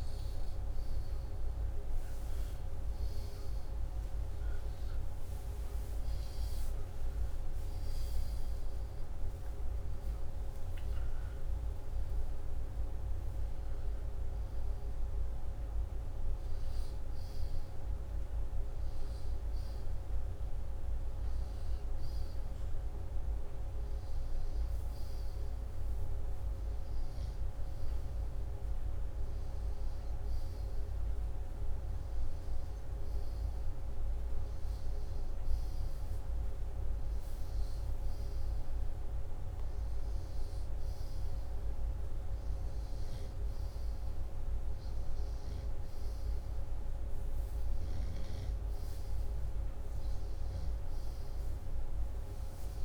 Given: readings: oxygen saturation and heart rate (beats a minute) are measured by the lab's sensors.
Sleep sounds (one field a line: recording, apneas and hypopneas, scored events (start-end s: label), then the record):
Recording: breathing in sleep, hard to hear, by a room microphone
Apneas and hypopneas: none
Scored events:
4.00-9.50 s: arousal
From the record:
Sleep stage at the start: N2 (light sleep)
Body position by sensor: upright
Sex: male